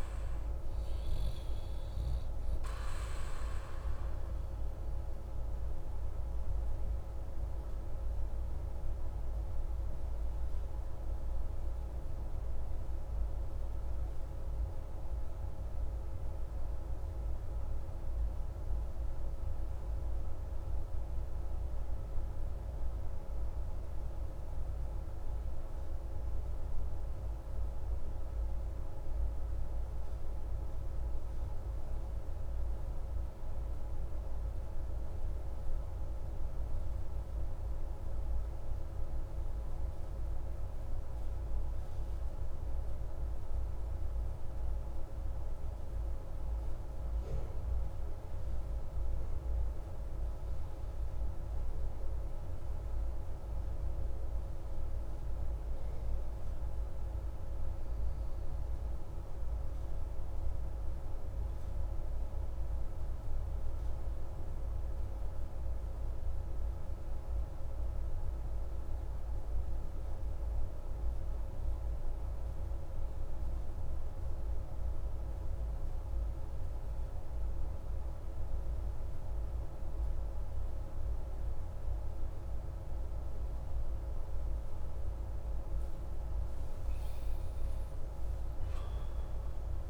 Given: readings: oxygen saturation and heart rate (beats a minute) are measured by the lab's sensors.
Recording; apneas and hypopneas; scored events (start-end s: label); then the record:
breathing in sleep, hard to hear, by a room microphone; 1
0.00-20.50 s: oxygen desaturation (device-marked, oxygen 88% lowest)
3.00-85.50 s: obstructive apnea (oxygen 94% before, 84% lowest)
41.50-89.90 s: oxygen desaturation (device-marked, oxygen 98% before, 85% lowest)
87.00-89.90 s: arousal
From the record:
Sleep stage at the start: REM sleep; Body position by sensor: on the back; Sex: male